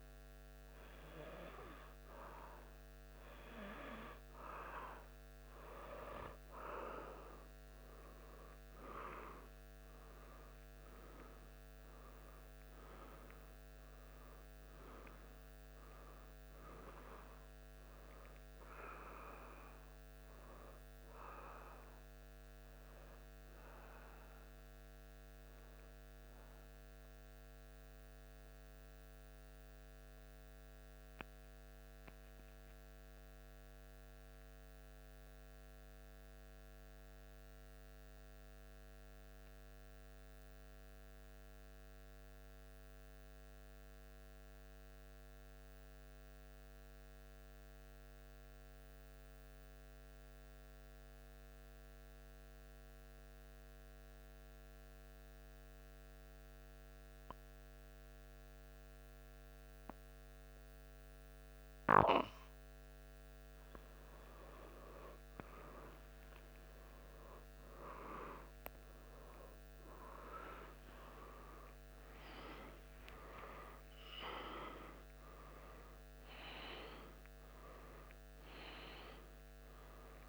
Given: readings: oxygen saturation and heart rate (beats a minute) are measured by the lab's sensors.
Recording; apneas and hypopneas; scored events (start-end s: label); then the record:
breathing in sleep by a microphone on the trachea; 1
0.00-2.00 s: oxygen desaturation (device-marked, oxygen 93% lowest, heart rate 74 extreme)
3.00-7.50 s: arousal
25.50-63.00 s: central apnea (oxygen 95% before, 92% lowest, heart rate 76 before, 72 extreme, up 4 after)
67.50-72.50 s: arousal
From the record:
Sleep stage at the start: N2 (light sleep); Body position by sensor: on the back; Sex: male